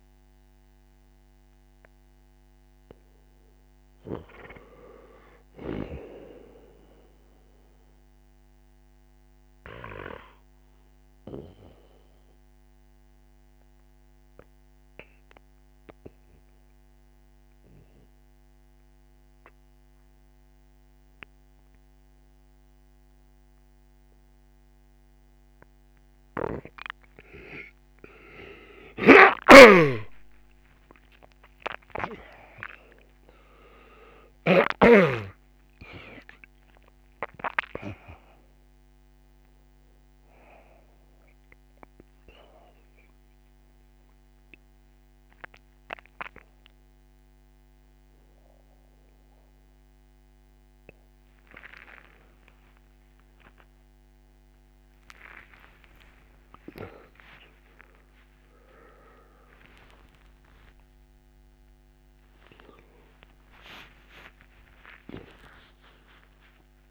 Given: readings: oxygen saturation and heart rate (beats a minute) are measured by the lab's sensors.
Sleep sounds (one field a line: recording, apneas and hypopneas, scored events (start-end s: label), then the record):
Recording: a person partly awake in a sleep study, by a microphone on the trachea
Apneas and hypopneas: 1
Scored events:
0.00-2.00 s: oxygen desaturation (device-marked, oxygen 87% lowest, heart rate 59 extreme)
9.00-27.00 s: oxygen desaturation (device-marked, oxygen 95% before, 89% lowest, heart rate 69 before, 59 extreme)
9.50-27.00 s: obstructive apnea (oxygen 95% before, 86% lowest, heart rate 69 before, 59 extreme, up 14 after)
29.00-35.00 s: snoring (device-marked)
35.00-66.91 s: new sleep stage, awake
From the record:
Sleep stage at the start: N2 (light sleep)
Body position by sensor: on the back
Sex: male